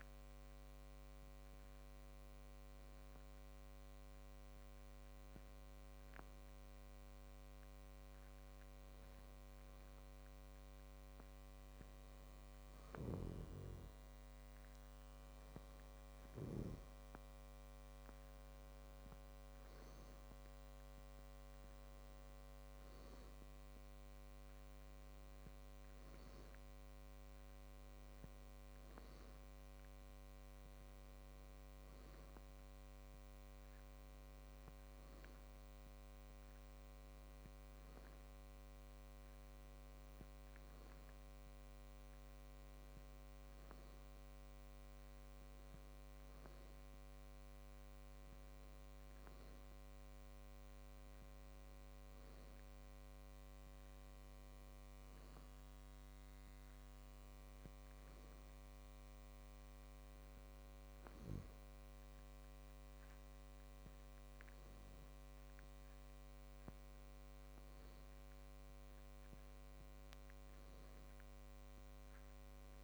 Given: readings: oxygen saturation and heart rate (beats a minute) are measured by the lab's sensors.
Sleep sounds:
breathing in sleep, hard to hear, by a microphone on the trachea; none
65.00-72.84 s: new sleep stage, N1 (lightest sleep)
From the record:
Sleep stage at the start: N2 (light sleep); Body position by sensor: on the back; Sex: male

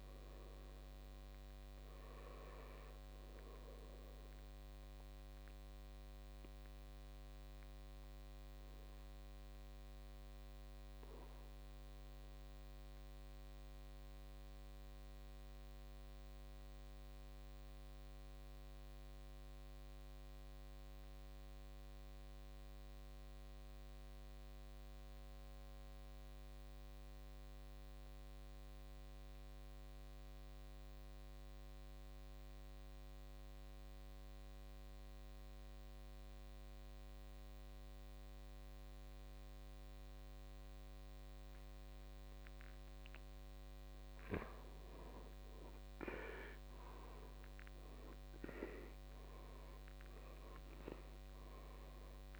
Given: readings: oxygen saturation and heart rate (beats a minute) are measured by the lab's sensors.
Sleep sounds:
breathing in sleep, hard to hear, by a microphone on the trachea; 1
0.00-20.00 s: oxygen desaturation (device-marked, oxygen 83% lowest, heart rate 51 extreme)
6.50-43.00 s: obstructive apnea (oxygen 99% before, 76% lowest, heart rate 67 before, 51 extreme, up 10 after)
40.00-52.40 s: oxygen desaturation (device-marked, oxygen 98% before, 76% lowest, heart rate 58 before, 52 extreme)
44.50-48.50 s: arousal
From the record:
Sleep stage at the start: N2 (light sleep); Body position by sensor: on the back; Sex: male

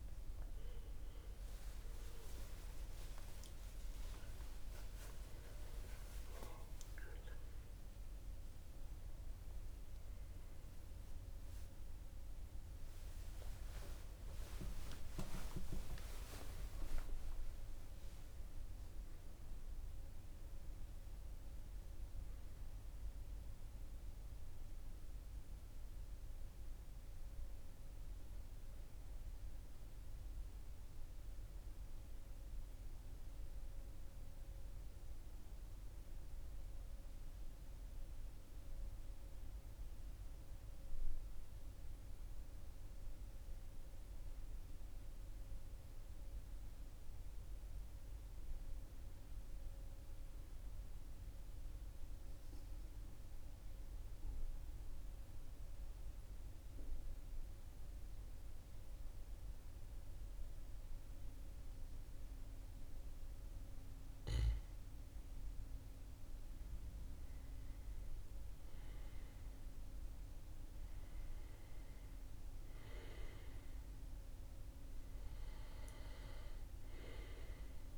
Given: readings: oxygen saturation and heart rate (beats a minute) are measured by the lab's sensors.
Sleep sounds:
breathing in sleep by a room microphone; 1
0.00-12.50 s: oxygen desaturation (device-marked, oxygen 92% lowest, heart rate 42 extreme)
10.50-40.50 s: new sleep stage, N1 (lightest sleep)
17.50-35.50 s: oxygen desaturation (device-marked, oxygen 95% before, 89% lowest, heart rate 61 before, 39 extreme)
33.50-64.00 s: mixed apnea (oxygen 96% before, 91% lowest, heart rate 64 before, 39 extreme, up 3 after)
40.50-77.98 s: new sleep stage, N2 (light sleep)
66.50-70.00 s: arousal
From the record:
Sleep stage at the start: N2 (light sleep); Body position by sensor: on the back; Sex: male

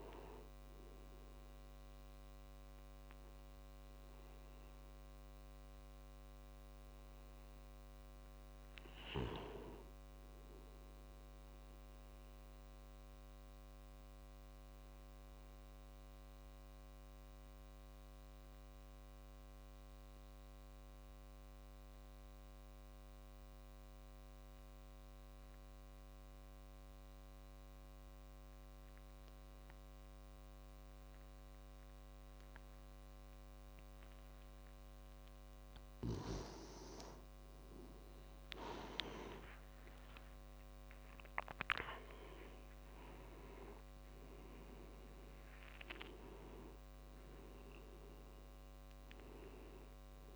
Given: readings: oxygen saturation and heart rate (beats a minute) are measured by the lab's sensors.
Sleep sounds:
breathing in sleep by a microphone on the trachea; 1
0.00-12.00 s: oxygen desaturation (device-marked, oxygen 91% lowest)
11.00-17.00 s: tachycardia (device-marked)
13.50-35.00 s: obstructive apnea (oxygen 98% before, 89% lowest)
35.00-47.00 s: oxygen desaturation (device-marked, oxygen 98% before, 93% lowest)
37.50-42.00 s: arousal
From the record:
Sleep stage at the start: N2 (light sleep); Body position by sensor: on the back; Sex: male

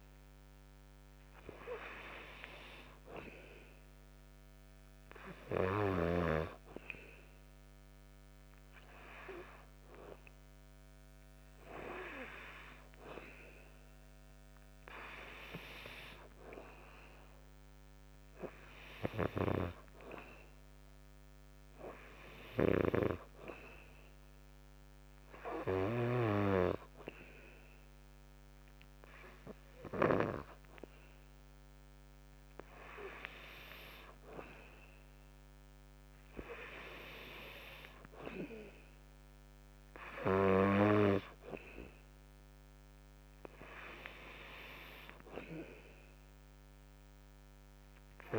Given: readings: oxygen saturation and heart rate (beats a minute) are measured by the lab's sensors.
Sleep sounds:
breathing in sleep by a microphone on the trachea; 1
23.00-34.50 s: hypopnea (oxygen 95% before, 92% lowest, heart rate 61 before, 60 extreme, up 0 after)
36.50-40.50 s: arousal
From the record:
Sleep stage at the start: N2 (light sleep); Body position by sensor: on the back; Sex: male

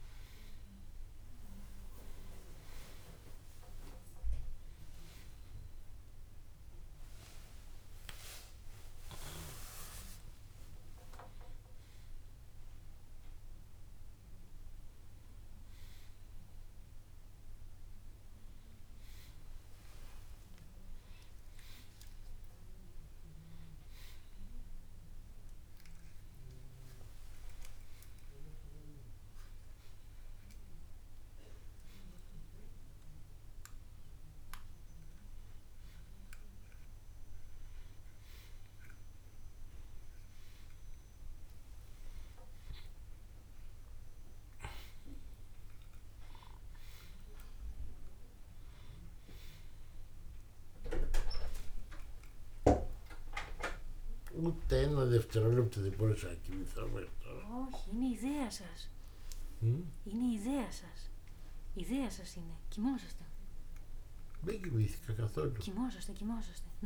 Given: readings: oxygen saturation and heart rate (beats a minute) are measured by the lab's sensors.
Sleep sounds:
a person awake in a sleep study, by a room microphone; none
4.00-22.00 s: oxygen desaturation (device-marked, oxygen 95% before, 91% lowest, heart rate 88 before, 66 extreme)
44.00-66.86 s: oxygen desaturation (device-marked, oxygen 95% before, 91% lowest, heart rate 75 before, 72 extreme)
From the record:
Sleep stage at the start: awake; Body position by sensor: on the back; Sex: male

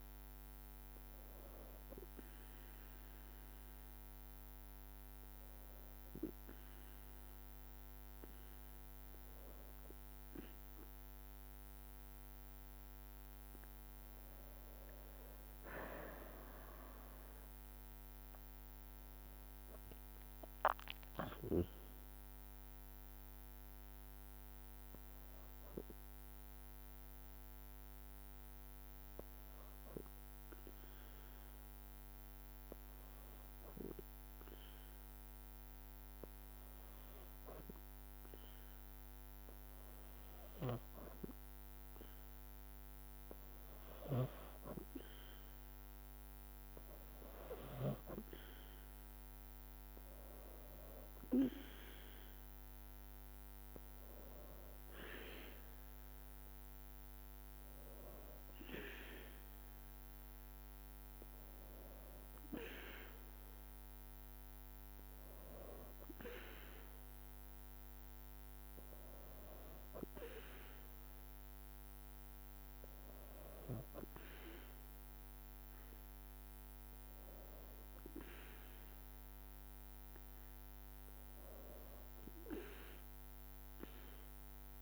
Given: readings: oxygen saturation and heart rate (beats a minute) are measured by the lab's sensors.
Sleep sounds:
breathing in sleep by a microphone on the trachea; 1
15.00-19.50 s: arousal
16.00-31.00 s: drop in pulse transit time (device-marked, heart rate 58 before, 54 extreme)
26.50-42.00 s: hypopnea (oxygen 96% before, 93% lowest, heart rate 60 before, 53 extreme, up 4 after)
49.50-54.00 s: arousal
54.00-64.00 s: drop in pulse transit time (device-marked, heart rate 56 before, 58 extreme)
54.00-71.00 s: oxygen desaturation (device-marked, oxygen 99% before, 93% lowest, heart rate 56 before, 54 extreme)
From the record:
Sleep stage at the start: N2 (light sleep); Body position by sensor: on the back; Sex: female

